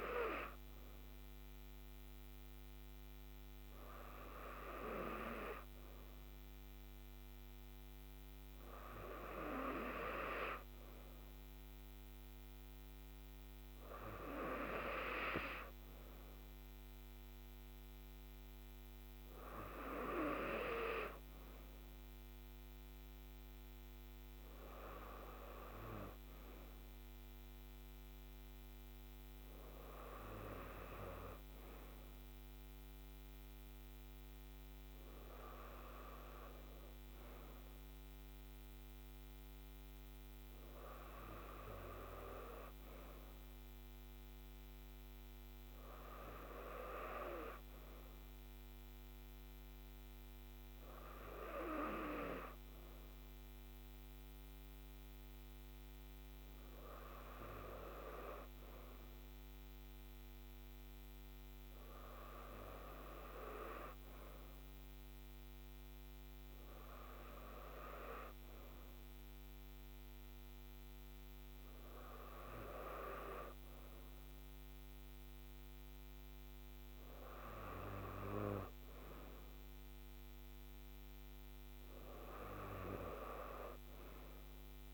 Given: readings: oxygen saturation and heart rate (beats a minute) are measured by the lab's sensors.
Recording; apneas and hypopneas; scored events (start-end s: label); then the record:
breathing in sleep by a microphone on the trachea; none
none scored
From the record:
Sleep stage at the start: N2 (light sleep); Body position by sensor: on the right side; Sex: female